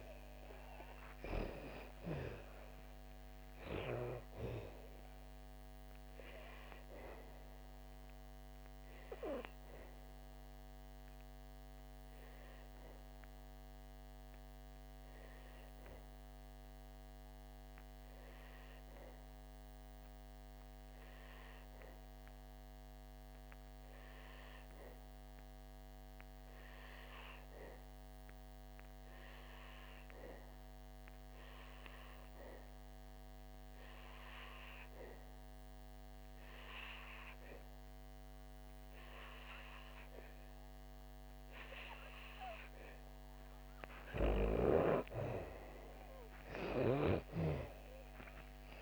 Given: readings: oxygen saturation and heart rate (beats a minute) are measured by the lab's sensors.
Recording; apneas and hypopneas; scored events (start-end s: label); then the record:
breathing in sleep by a microphone on the trachea; 1
0.00-12.00 s: oxygen desaturation (device-marked, oxygen 89% lowest, heart rate 53 extreme)
7.00-42.50 s: obstructive apnea (oxygen 98% before, 89% lowest, heart rate 66 before, 53 extreme, up 7 after)
40.00-48.81 s: oxygen desaturation (device-marked, oxygen 98% before, 89% lowest, heart rate 59 before, 53 extreme)
47.00-48.81 s: arousal
From the record:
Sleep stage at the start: N2 (light sleep); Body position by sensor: on the back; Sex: female